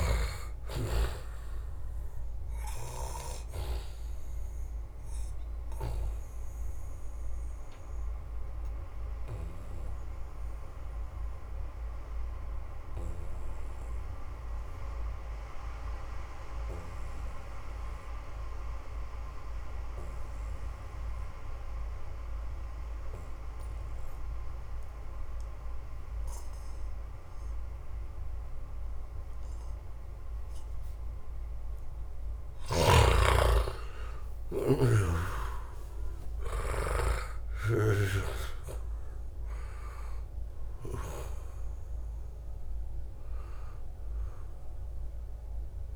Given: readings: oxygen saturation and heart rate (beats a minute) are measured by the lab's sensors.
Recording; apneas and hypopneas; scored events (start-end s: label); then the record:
breathing in sleep by a room microphone; 1
4.00-31.00 s: obstructive apnea (oxygen 96% before, 87% lowest, heart rate 74 before, 67 extreme, up 8 after)
28.50-45.96 s: oxygen desaturation (device-marked, oxygen 95% before, 87% lowest, heart rate 73 before, 66 extreme)
32.00-36.50 s: snoring (device-marked)
32.50-36.50 s: arousal
From the record:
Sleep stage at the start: N2 (light sleep); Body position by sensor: on the back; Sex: male